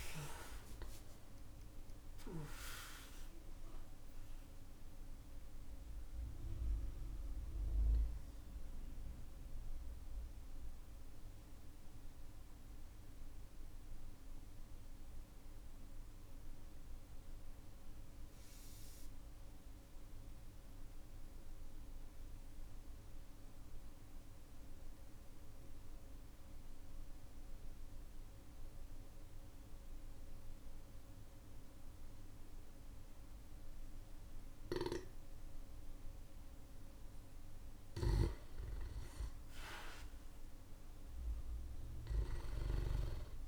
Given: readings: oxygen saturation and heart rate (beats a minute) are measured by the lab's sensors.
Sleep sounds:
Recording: breathing in sleep by a room microphone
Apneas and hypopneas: 1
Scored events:
0.00-2.50 s: arousal
10.00-36.50 s: mixed apnea (oxygen 97% before, 91% lowest, heart rate 105 before, 47 extreme, up 12 after)
10.50-22.50 s: oxygen desaturation (device-marked, oxygen 94% before, 91% lowest, heart rate 105 before, 47 extreme)
38.50-43.48 s: new sleep stage, N1 (lightest sleep)
39.00-43.00 s: arousal
From the record:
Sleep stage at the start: N2 (light sleep)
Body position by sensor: on the back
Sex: male

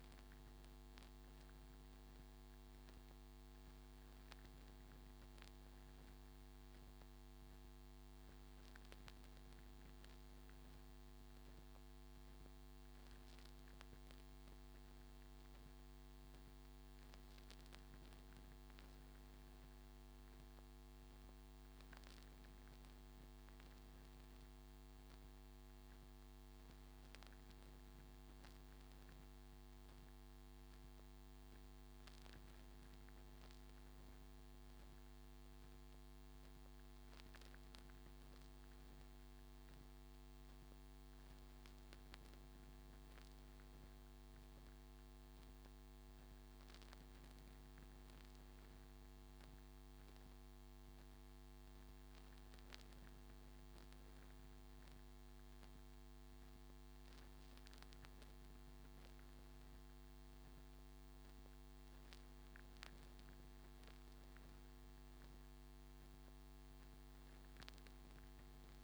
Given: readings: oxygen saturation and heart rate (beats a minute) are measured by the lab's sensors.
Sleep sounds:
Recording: breathing in sleep, hard to hear, by a microphone on the trachea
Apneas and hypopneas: none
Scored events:
none scored
From the record:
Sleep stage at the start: N3 (deep sleep)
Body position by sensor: on the front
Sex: male

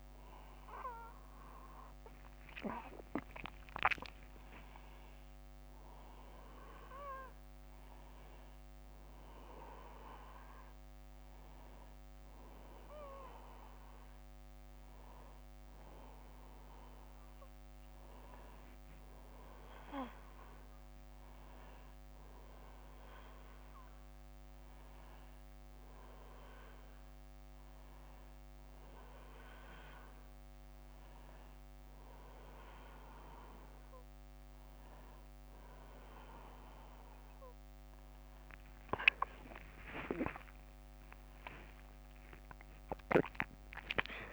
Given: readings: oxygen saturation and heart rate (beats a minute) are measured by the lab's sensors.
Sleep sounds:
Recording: a person awake in a sleep study, by a microphone on the trachea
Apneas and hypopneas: none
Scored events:
0.50-8.50 s: oxygen desaturation (device-marked, oxygen 96% before, 91% lowest, heart rate 67 before, 66 extreme)
From the record:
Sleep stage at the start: awake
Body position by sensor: on the back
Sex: male

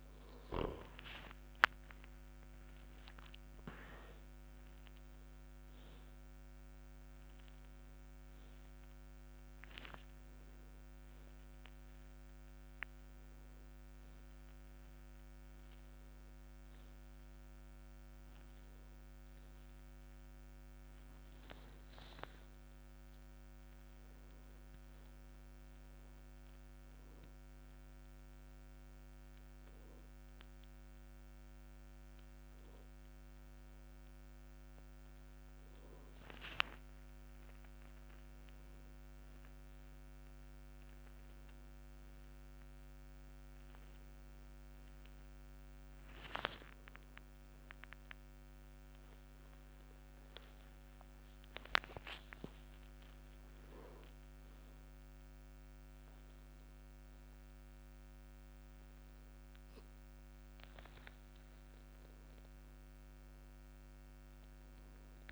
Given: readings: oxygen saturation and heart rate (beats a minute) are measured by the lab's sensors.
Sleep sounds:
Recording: a person awake in a sleep study, by a microphone on the trachea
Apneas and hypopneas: none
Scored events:
5.50-21.50 s: oxygen desaturation (device-marked, oxygen 96% before, 93% lowest)
From the record:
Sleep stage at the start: awake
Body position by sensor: on the back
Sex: male

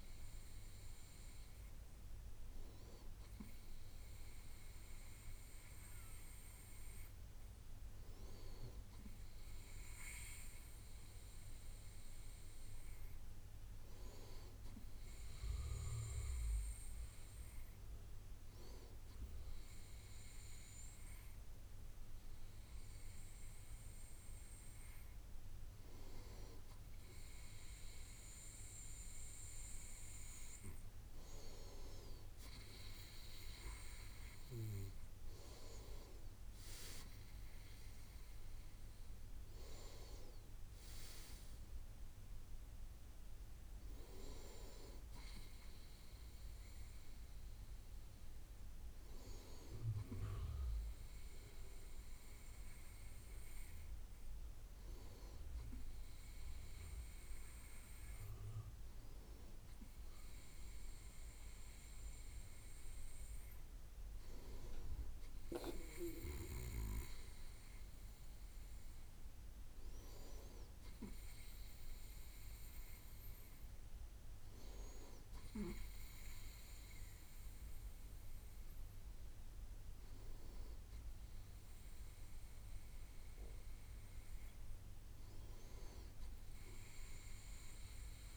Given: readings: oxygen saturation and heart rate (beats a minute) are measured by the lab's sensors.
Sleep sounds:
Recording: breathing in sleep by a room microphone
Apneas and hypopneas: none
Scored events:
none scored
From the record:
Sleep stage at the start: N2 (light sleep)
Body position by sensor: on the right side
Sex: male

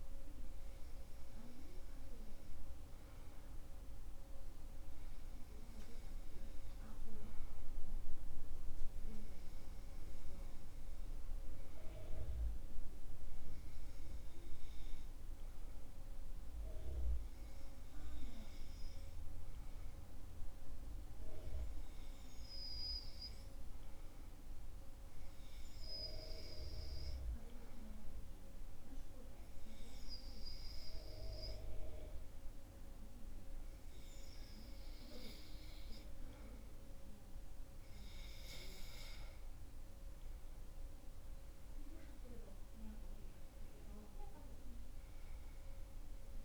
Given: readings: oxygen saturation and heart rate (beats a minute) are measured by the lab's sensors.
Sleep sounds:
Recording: breathing in sleep by a room microphone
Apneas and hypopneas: 1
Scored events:
22.00-34.00 s: hypopnea (oxygen 96% before, 93% lowest, heart rate 68 before, 66 extreme, up 6 after)
36.50-43.00 s: arousal
From the record:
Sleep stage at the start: N2 (light sleep)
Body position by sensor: on the back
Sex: male

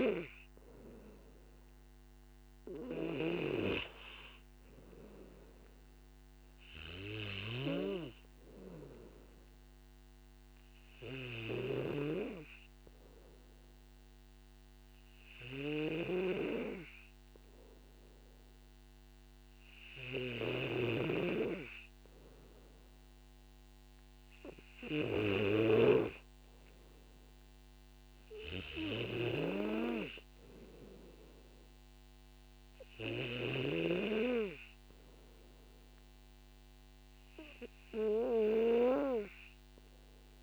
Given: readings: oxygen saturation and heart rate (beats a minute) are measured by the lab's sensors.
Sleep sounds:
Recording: breathing in sleep by a microphone on the trachea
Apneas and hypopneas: none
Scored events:
10.00-26.00 s: oxygen desaturation (device-marked, oxygen 94% before, 91% lowest, heart rate 61 before, 54 extreme)
From the record:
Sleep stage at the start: N2 (light sleep)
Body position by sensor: on the back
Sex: male

